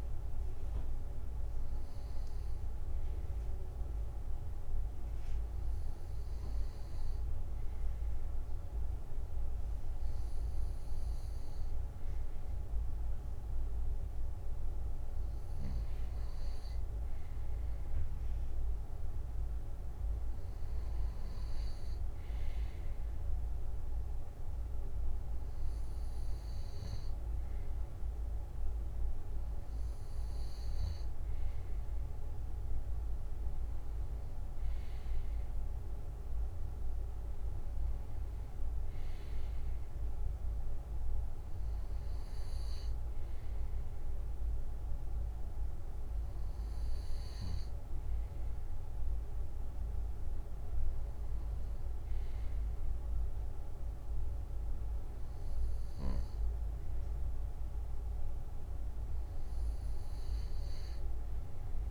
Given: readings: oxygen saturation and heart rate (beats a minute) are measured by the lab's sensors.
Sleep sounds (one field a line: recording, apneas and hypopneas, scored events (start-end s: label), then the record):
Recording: breathing in sleep, hard to hear, by a room microphone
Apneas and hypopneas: none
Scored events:
none scored
From the record:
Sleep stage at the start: N2 (light sleep)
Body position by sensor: on the back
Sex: male